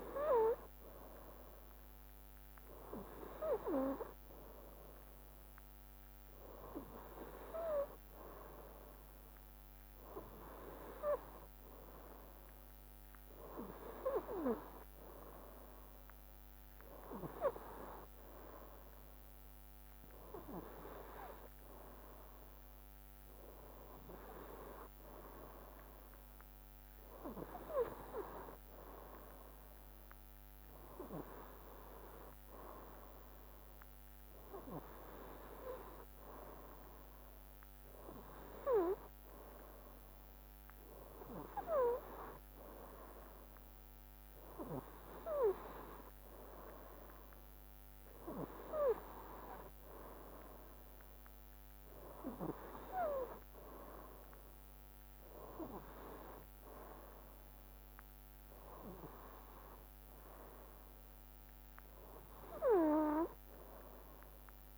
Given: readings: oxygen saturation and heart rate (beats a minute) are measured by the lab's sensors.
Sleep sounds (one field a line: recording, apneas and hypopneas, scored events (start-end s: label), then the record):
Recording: breathing in sleep by a microphone on the trachea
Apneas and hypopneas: none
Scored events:
0.00-3.50 s: drop in pulse transit time (device-marked, heart rate 63 extreme)
From the record:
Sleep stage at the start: N2 (light sleep)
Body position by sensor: on the right side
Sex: male